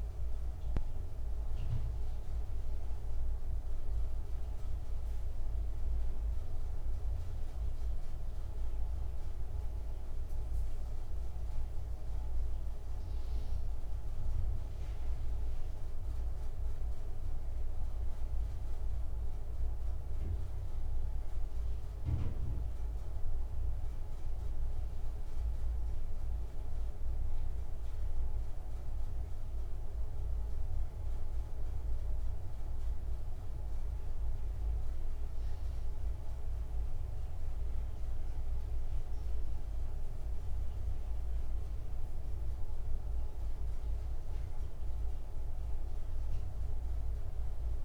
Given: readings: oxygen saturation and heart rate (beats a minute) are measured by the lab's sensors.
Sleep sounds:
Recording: a person awake in a sleep study, hard to hear, by a room microphone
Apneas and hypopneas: none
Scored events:
none scored
From the record:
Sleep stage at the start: awake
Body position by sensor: on the back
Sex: male

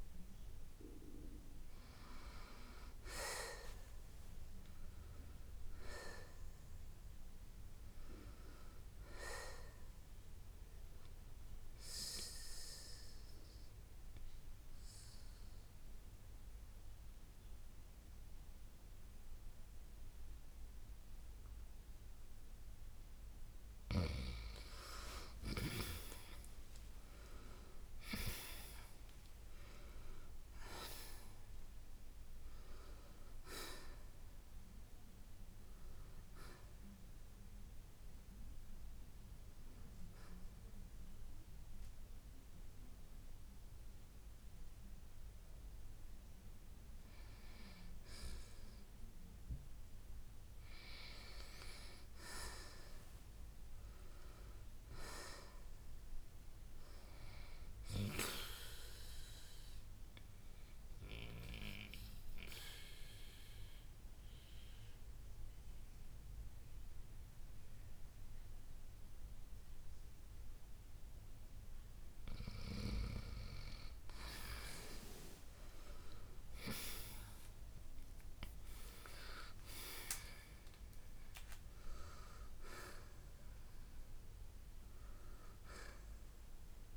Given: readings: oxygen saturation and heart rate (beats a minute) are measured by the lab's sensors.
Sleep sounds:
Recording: breathing in sleep by a room microphone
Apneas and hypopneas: 2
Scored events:
5.00-8.50 s: arousal
6.00-16.00 s: oxygen desaturation (device-marked, oxygen 94% before, 88% lowest, heart rate 65 before, 57 extreme)
14.00-24.00 s: mixed apnea (oxygen 94% before, 87% lowest, heart rate 63 before, 57 extreme, up 7 after)
21.00-33.00 s: oxygen desaturation (device-marked, oxygen 94% before, 90% lowest, heart rate 61 before, 56 extreme)
26.00-29.50 s: arousal
53.00-64.00 s: oxygen desaturation (device-marked, oxygen 93% before, 87% lowest, heart rate 65 before, 54 extreme)
62.00-72.50 s: central apnea (oxygen 93% before, 89% lowest, heart rate 62 before, 54 extreme, up 9 after)
66.00-85.00 s: oxygen desaturation (device-marked, oxygen 95% before, 89% lowest, heart rate 61 before, 54 extreme)
75.00-79.00 s: arousal
From the record:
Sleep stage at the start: N2 (light sleep)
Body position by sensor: on the right side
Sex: male

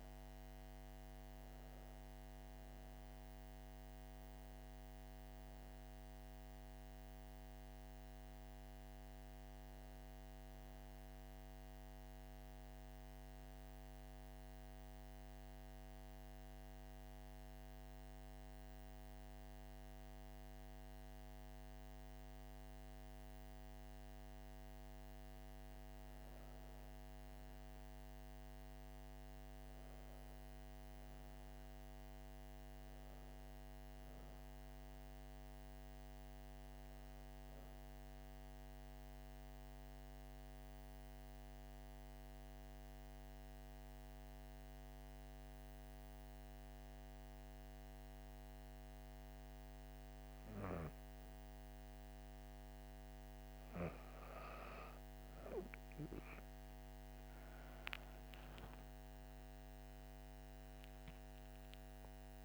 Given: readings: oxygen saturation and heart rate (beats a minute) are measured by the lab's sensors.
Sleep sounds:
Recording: breathing in sleep, hard to hear, by a microphone on the trachea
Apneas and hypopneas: 2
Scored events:
0.00-1.00 s: oxygen desaturation (device-marked, oxygen 90% lowest)
4.00-8.00 s: arousal
14.50-24.50 s: central apnea (oxygen 96% before, 90% lowest)
27.00-31.50 s: arousal
35.00-44.00 s: oxygen desaturation (device-marked, oxygen 96% before, 92% lowest)
38.00-49.00 s: mixed apnea (oxygen 96% before, 90% lowest)
48.00-62.45 s: new sleep stage, N1 (lightest sleep)
55.00-62.45 s: oxygen desaturation (device-marked, oxygen 95% before, 90% lowest)
56.50-60.50 s: arousal
From the record:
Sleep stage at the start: N2 (light sleep)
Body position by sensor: on the back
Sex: female

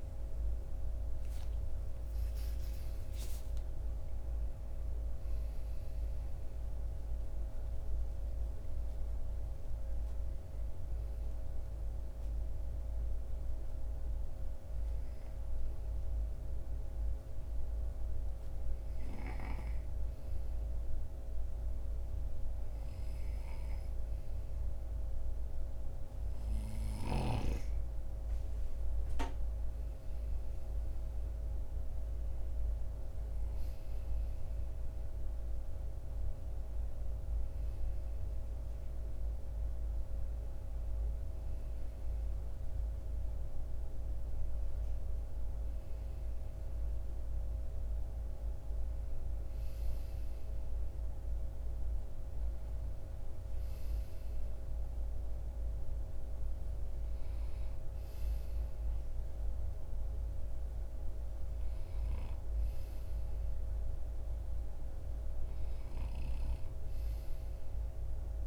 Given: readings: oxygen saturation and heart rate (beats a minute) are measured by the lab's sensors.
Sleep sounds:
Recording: breathing in sleep, hard to hear, by a room microphone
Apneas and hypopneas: 1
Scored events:
4.00-20.00 s: oxygen desaturation (device-marked, oxygen 97% before, 91% lowest)
14.50-28.50 s: hypopnea (oxygen 97% before, 91% lowest)
30.00-34.00 s: arousal
37.00-58.00 s: oxygen desaturation (device-marked, oxygen 96% before, 91% lowest)
From the record:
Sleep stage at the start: N2 (light sleep)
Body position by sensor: on the right side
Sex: male

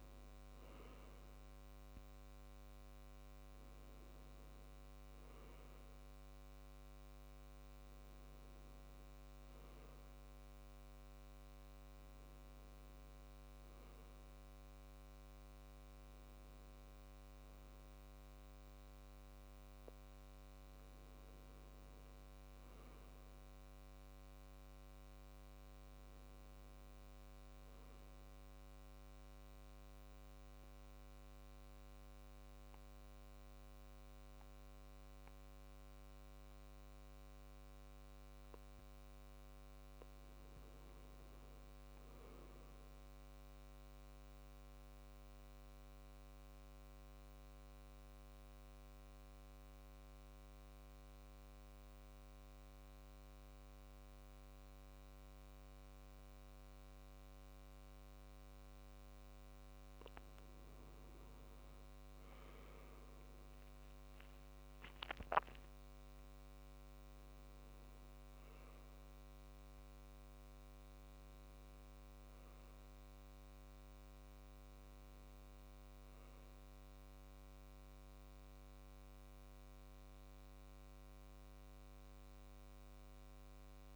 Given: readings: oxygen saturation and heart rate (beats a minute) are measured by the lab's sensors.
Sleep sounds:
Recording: breathing in sleep, hard to hear, by a microphone on the trachea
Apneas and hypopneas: 1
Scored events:
30.00-83.95 s: new sleep stage, N2 (light sleep)
44.00-59.50 s: central apnea (oxygen 99% before, 89% lowest, heart rate 71 before, 66 extreme, up 6 after)
48.00-61.00 s: oxygen desaturation (device-marked, oxygen 97% before, 94% lowest, heart rate 71 before, 66 extreme)
60.50-64.50 s: arousal
63.00-83.95 s: oxygen desaturation (device-marked, oxygen 96% before, 89% lowest, heart rate 70 before, 64 extreme)
From the record:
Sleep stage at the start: N1 (lightest sleep)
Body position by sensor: on the back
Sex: male

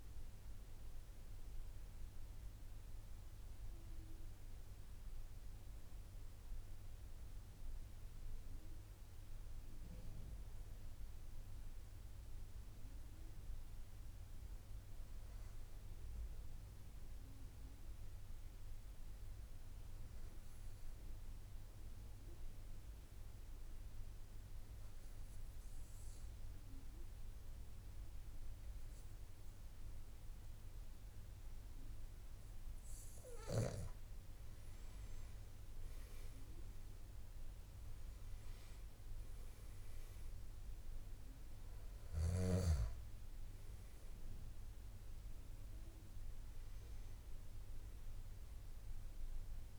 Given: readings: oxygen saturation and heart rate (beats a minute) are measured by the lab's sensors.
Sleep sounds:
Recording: breathing in sleep, hard to hear, by a room microphone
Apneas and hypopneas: 1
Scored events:
0.00-11.00 s: oxygen desaturation (device-marked, oxygen 90% lowest, heart rate 50 extreme)
17.00-32.00 s: obstructive apnea (oxygen 98% before, 92% lowest, heart rate 51 before, 50 extreme, up 8 after)
35.00-49.00 s: oxygen desaturation (device-marked, oxygen 97% before, 92% lowest, heart rate 53 before, 50 extreme)
From the record:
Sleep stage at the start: N1 (lightest sleep)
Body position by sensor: on the back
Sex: male

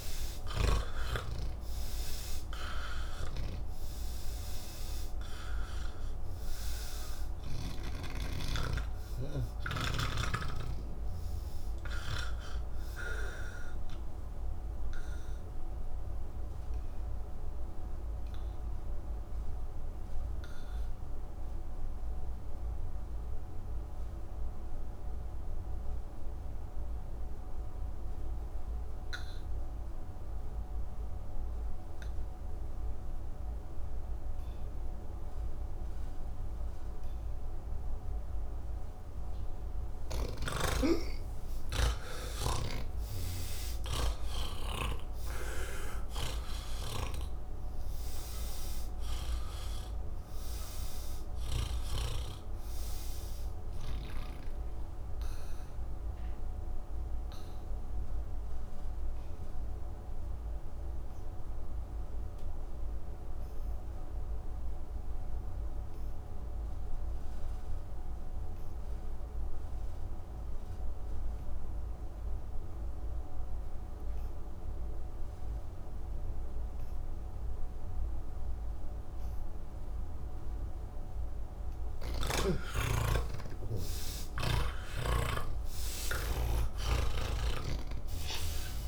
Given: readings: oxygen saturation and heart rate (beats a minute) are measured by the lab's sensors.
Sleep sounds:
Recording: breathing in sleep by a room microphone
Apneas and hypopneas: 2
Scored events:
0.00-27.00 s: oxygen desaturation (device-marked, oxygen 82% lowest, heart rate 95 extreme)
13.00-40.00 s: obstructive apnea (oxygen 98% before, 81% lowest, heart rate 148 before, 101 extreme, up 25 after)
37.00-47.00 s: oxygen desaturation (device-marked, oxygen 98% before, 89% lowest, heart rate 135 before, 100 extreme)
42.50-52.00 s: snoring (device-marked)
49.00-70.00 s: oxygen desaturation (device-marked, oxygen 92% before, 81% lowest, heart rate 137 before, 100 extreme)
56.00-80.50 s: obstructive apnea (oxygen 98% before, 81% lowest, heart rate 131 before, 100 extreme, up 29 after)
78.00-88.88 s: oxygen desaturation (device-marked, oxygen 98% before, 89% lowest, heart rate 129 before, 36 extreme)
From the record:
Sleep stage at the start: N3 (deep sleep)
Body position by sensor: on the back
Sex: male

